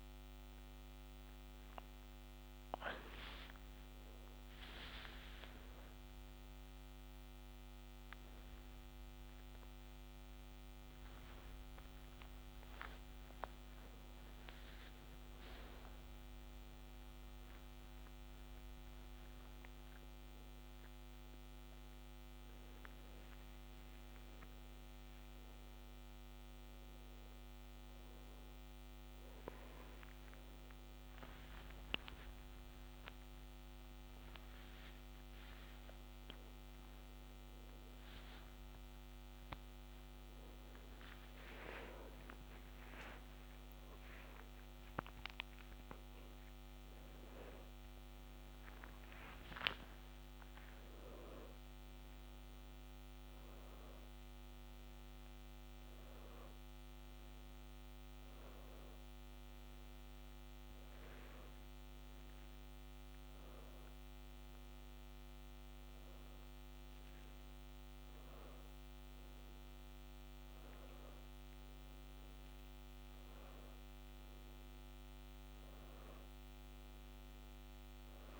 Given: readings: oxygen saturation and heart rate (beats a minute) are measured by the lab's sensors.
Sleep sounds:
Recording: a person awake in a sleep study, hard to hear, by a microphone on the trachea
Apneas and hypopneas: none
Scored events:
4.50-10.50 s: oxygen desaturation (device-marked, oxygen 95% before, 92% lowest, heart rate 71 before, 60 extreme)
From the record:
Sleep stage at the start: awake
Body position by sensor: on the back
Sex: male

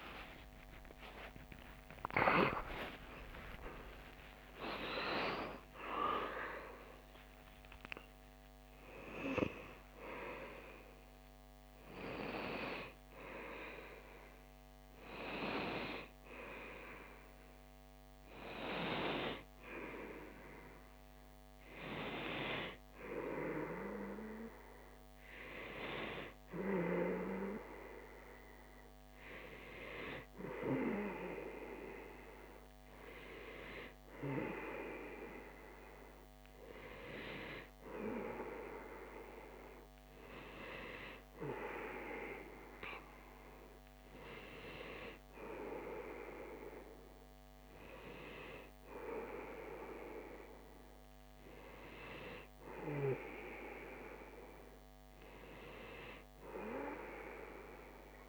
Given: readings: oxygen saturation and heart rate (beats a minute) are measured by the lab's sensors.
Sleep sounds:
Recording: breathing in sleep by a microphone on the trachea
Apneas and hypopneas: none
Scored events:
none scored
From the record:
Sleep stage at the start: REM sleep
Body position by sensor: on the back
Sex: male

